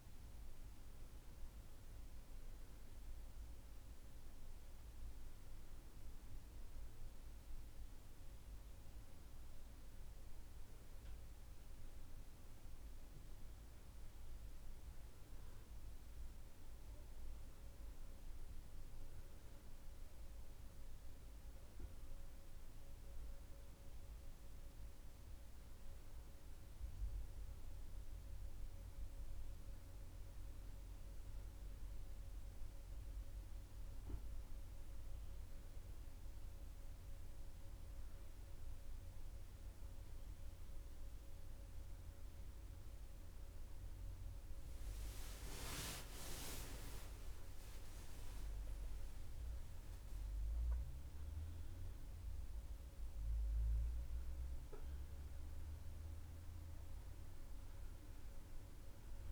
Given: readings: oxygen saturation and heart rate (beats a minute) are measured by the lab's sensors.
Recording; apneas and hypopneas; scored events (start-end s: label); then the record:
breathing in sleep, hard to hear, by a room microphone; none
46.00-50.50 s: arousal
From the record:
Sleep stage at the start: N1 (lightest sleep); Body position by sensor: on the back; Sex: female